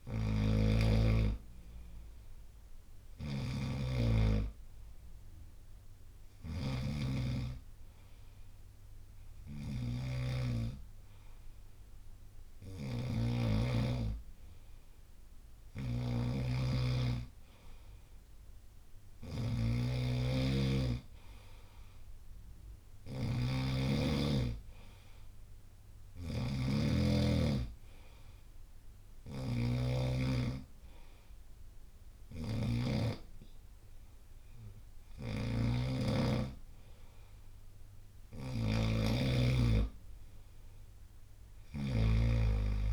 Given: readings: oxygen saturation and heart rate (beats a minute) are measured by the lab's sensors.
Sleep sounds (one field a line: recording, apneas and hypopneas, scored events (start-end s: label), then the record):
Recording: breathing in sleep by a room microphone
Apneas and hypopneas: 1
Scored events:
0.00-2.00 s: long interval between heartbeats (device-marked, heart rate 66 before, 66 extreme)
0.00-16.00 s: oxygen desaturation (device-marked, oxygen 91% lowest, heart rate 64 extreme)
0.00-41.50 s: snoring (device-marked)
5.00-16.00 s: hypopnea (oxygen 94% before, 91% lowest, heart rate 67 before, 64 extreme, up 0 after)
18.50-22.50 s: arousal
23.00-34.00 s: oxygen desaturation (device-marked, oxygen 94% before, 91% lowest, heart rate 66 before, 64 extreme)
From the record:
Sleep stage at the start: N2 (light sleep)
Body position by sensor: on the right side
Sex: male